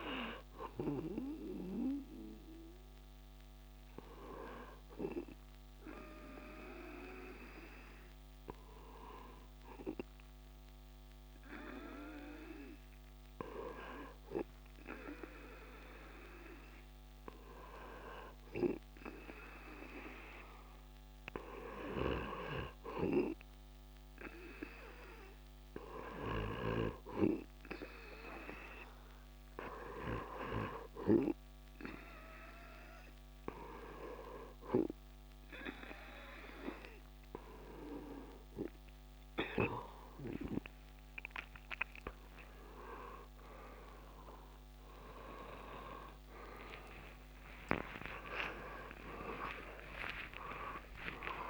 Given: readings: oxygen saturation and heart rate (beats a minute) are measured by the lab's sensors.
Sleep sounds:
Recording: breathing in sleep by a microphone on the trachea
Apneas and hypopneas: 1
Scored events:
2.00-32.00 s: hypopnea (oxygen 99% before, 96% lowest)
46.00-50.00 s: arousal
From the record:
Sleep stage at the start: N2 (light sleep)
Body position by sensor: on the back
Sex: male

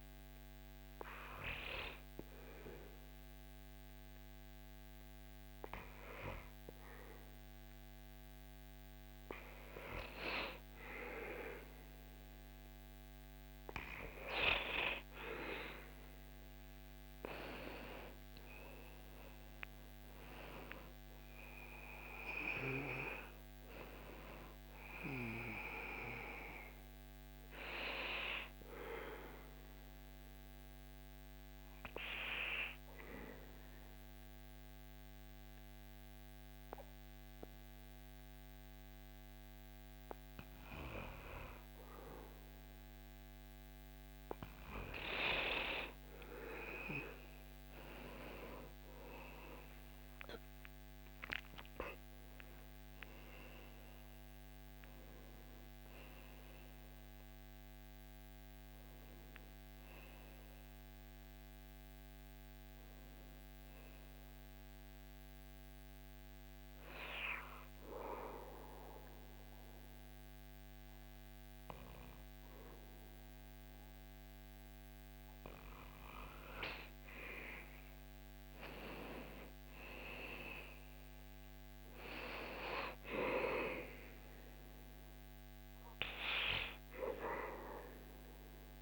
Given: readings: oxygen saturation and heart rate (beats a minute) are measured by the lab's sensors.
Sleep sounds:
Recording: breathing in sleep by a microphone on the trachea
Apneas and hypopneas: 1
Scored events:
0.00-12.50 s: oxygen desaturation (device-marked, oxygen 77% lowest, heart rate 60 extreme)
16.00-21.00 s: arousal
29.50-43.00 s: obstructive apnea (oxygen 100% before, 97% lowest, heart rate 78 before, 75 extreme, up 8 after)
46.50-52.00 s: arousal
From the record:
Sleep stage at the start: N2 (light sleep)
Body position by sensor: on the back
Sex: male

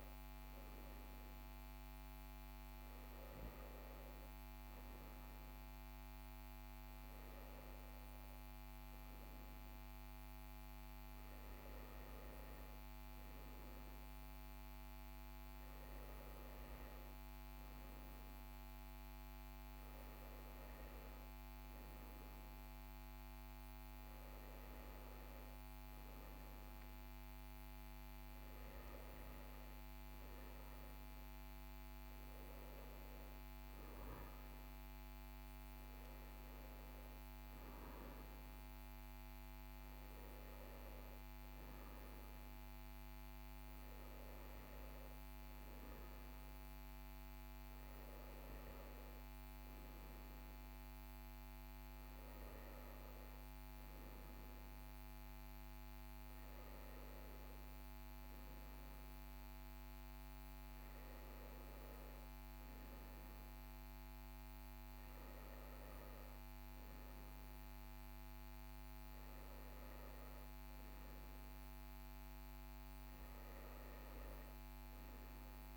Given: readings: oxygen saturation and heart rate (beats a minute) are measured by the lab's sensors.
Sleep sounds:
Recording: breathing in sleep, hard to hear, by a microphone on the trachea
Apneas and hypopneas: none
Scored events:
none scored
From the record:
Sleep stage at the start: N1 (lightest sleep)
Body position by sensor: on the right side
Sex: male

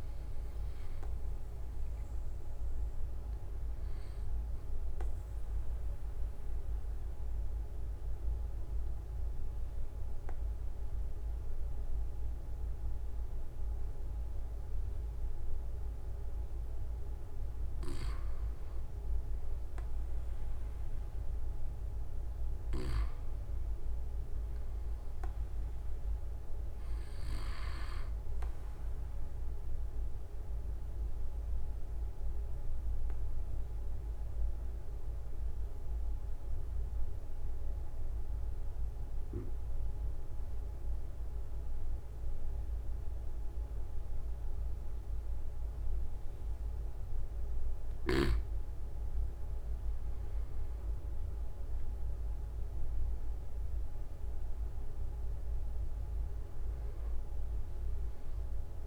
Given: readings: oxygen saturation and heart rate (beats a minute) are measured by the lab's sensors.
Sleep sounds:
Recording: breathing in sleep, hard to hear, by a room microphone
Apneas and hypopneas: 2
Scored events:
0.00-16.50 s: oxygen desaturation (device-marked, oxygen 92% lowest)
3.00-5.00 s: long interval between heartbeats (device-marked)
4.00-17.50 s: central apnea (oxygen 96% before, 92% lowest)
10.50-58.87 s: new sleep stage, N2 (light sleep)
19.50-25.00 s: arousal
22.00-24.00 s: long interval between heartbeats (device-marked, heart rate 34 before, 46 extreme)
31.00-47.00 s: obstructive apnea (oxygen 97% before, 92% lowest)
48.50-50.50 s: long interval between heartbeats (device-marked, heart rate 37 before, 39 extreme)
50.50-55.00 s: arousal
55.00-57.00 s: long interval between heartbeats (device-marked)
From the record:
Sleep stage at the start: N1 (lightest sleep)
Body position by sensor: on the right side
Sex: male

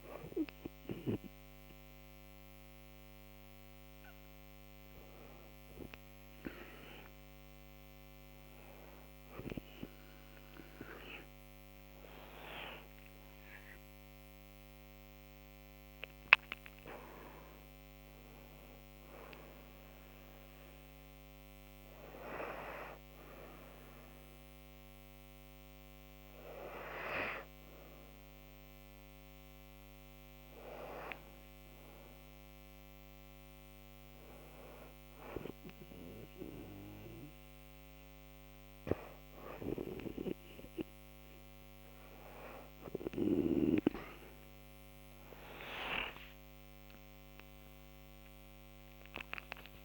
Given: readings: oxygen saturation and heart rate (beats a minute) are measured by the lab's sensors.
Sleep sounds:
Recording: breathing in sleep by a microphone on the trachea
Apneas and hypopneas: none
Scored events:
11.50-15.00 s: arousal
48.50-49.84 s: new sleep stage, awake
From the record:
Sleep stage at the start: N2 (light sleep)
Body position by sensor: on the back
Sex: female

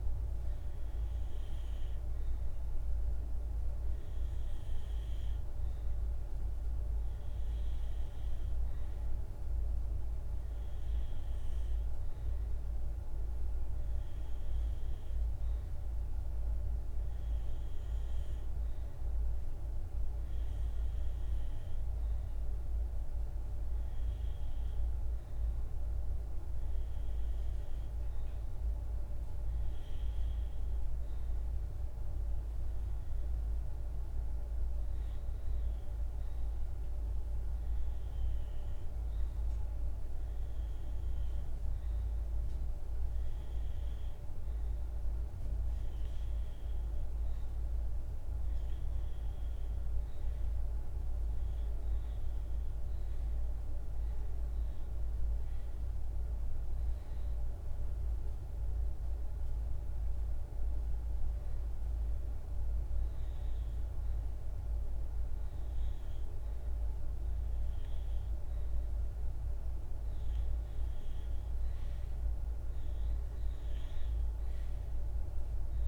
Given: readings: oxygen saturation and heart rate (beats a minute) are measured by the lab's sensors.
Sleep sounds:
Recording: breathing in sleep, hard to hear, by a room microphone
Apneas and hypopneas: none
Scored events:
none scored
From the record:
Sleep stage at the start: REM sleep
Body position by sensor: on the right side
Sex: male

